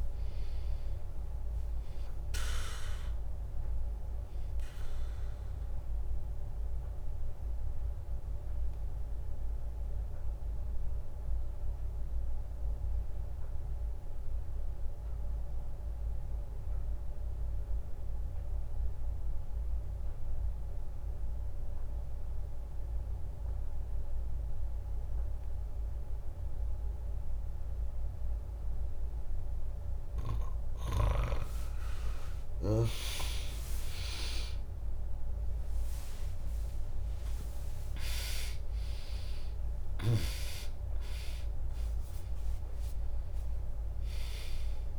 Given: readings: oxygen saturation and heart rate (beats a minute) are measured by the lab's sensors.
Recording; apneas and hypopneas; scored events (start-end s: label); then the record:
breathing in sleep by a room microphone; 1
0.00-8.00 s: drop in pulse transit time (device-marked, heart rate 75 extreme)
6.00-29.50 s: obstructive apnea (oxygen 100% before, 95% lowest, heart rate 87 before, 60 extreme, up 7 after)
31.50-36.50 s: arousal
33.00-44.99 s: oxygen desaturation (device-marked, oxygen 100% before, 95% lowest, heart rate 63 before, 58 extreme)
35.00-44.99 s: drop in pulse transit time (device-marked, heart rate 63 before, 63 extreme)
From the record:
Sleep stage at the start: N2 (light sleep); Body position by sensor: on the back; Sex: female